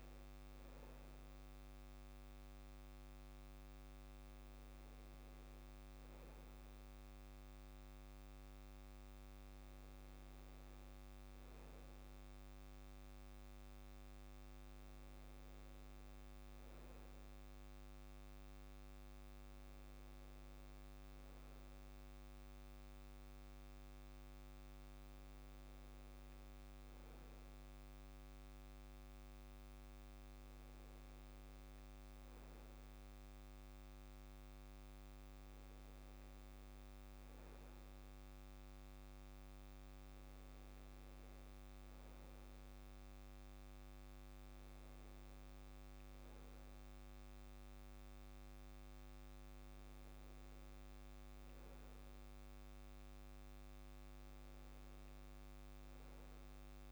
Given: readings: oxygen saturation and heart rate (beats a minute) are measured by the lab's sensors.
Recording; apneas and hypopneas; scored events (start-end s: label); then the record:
breathing in sleep, hard to hear, by a microphone on the trachea; none
none scored
From the record:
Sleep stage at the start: N2 (light sleep); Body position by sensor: on the back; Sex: male